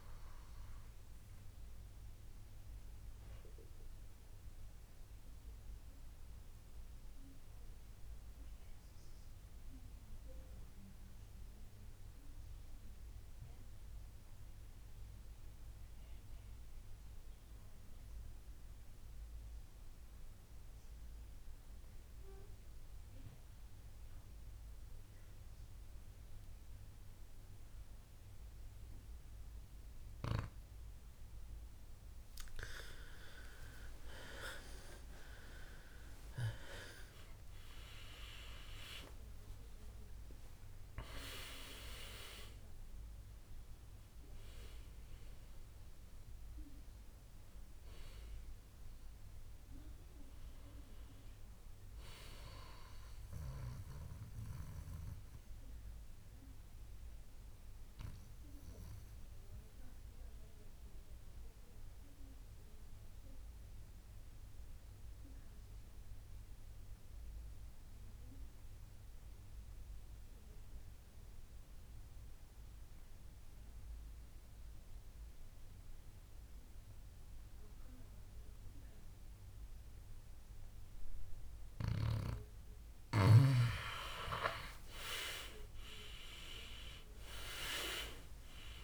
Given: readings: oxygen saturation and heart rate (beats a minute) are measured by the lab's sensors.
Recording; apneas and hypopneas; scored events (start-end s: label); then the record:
breathing in sleep by a room microphone; 2
0.00-15.00 s: oxygen desaturation (device-marked, oxygen 91% lowest, heart rate 59 extreme)
0.50-33.00 s: mixed apnea (oxygen 98% before, 91% lowest, heart rate 72 before, 59 extreme, up 21 after)
34.00-37.50 s: arousal
37.00-62.00 s: oxygen desaturation (device-marked, oxygen 98% before, 92% lowest, heart rate 62 before, 61 extreme)
54.00-84.00 s: mixed apnea (oxygen 98% before, 91% lowest, heart rate 75 before, 61 extreme, up 18 after)
82.00-88.84 s: oxygen desaturation (device-marked, oxygen 98% before, 91% lowest, heart rate 62 before, 58 extreme)
85.00-88.84 s: arousal
From the record:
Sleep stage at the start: N2 (light sleep); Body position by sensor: on the back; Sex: male